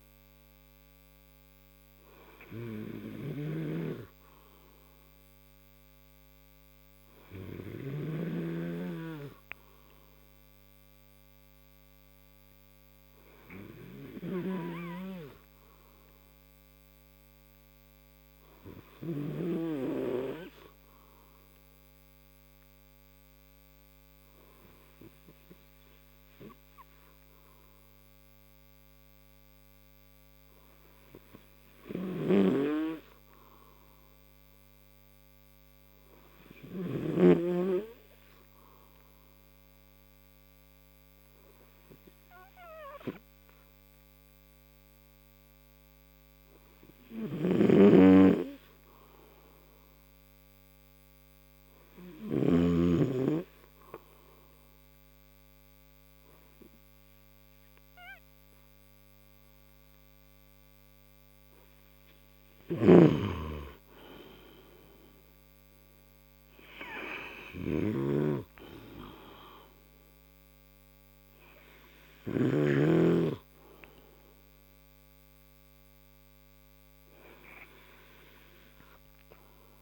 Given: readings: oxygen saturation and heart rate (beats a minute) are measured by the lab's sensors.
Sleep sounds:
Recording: breathing in sleep by a microphone on the trachea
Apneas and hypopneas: 1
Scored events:
9.50-47.50 s: obstructive apnea (oxygen 98% before, 91% lowest, heart rate 75 before, 44 extreme, up 36 after)
40.00-49.00 s: oxygen desaturation (device-marked, oxygen 94% before, 91% lowest, heart rate 61 before, 57 extreme)
47.50-53.00 s: snoring (device-marked)
49.50-53.50 s: arousal
66.00-73.00 s: oxygen desaturation (device-marked, oxygen 94% before, 91% lowest, heart rate 79 before, 53 extreme)
From the record:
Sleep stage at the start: N2 (light sleep)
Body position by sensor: on the right side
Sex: male

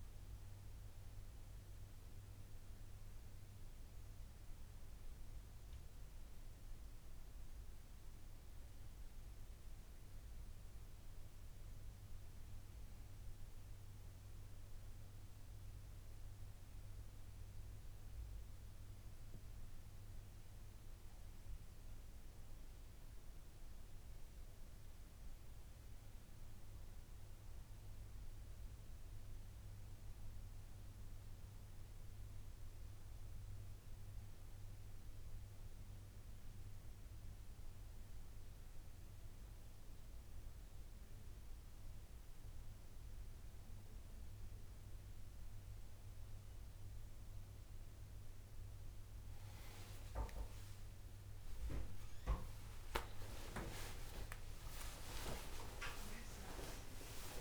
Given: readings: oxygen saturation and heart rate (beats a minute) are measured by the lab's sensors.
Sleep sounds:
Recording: breathing in sleep by a room microphone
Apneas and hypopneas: none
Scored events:
0.00-15.50 s: oxygen desaturation (device-marked, oxygen 91% lowest, heart rate 79 extreme)
From the record:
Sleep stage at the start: N1 (lightest sleep)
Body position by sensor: on the back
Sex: male

